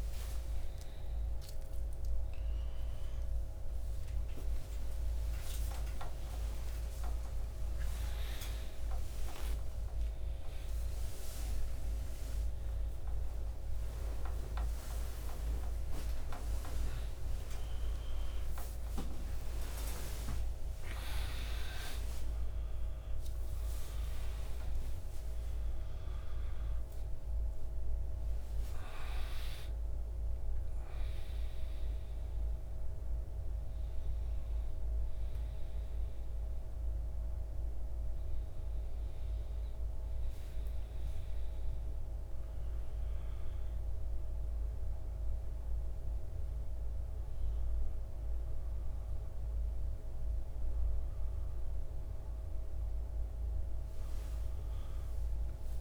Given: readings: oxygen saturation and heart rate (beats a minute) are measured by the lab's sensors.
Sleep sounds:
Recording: a person awake in a sleep study, by a room microphone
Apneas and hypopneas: none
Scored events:
29.00-55.81 s: new sleep stage, N1 (lightest sleep)
From the record:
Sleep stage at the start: awake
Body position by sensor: on the back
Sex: male

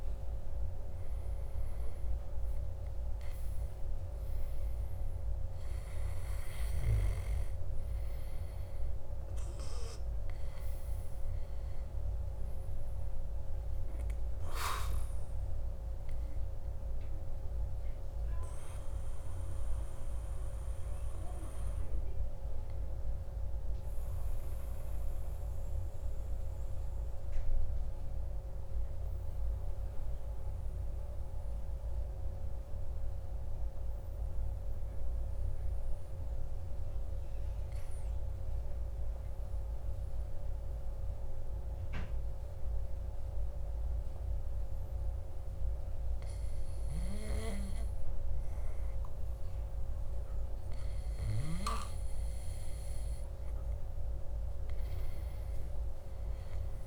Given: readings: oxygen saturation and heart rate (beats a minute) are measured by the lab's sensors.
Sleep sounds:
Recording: breathing in sleep, hard to hear, by a room microphone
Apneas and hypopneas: 1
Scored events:
2.50-7.50 s: arousal
9.00-15.00 s: oxygen desaturation (device-marked, oxygen 98% before, 95% lowest, heart rate 57 before, 54 extreme)
19.00-49.50 s: obstructive apnea (oxygen 99% before, 95% lowest, heart rate 58 before, 52 extreme, up 9 after)
53.50-56.50 s: arousal
From the record:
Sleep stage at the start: N2 (light sleep)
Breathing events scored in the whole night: 115 in 3.9 hours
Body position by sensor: on the back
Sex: male

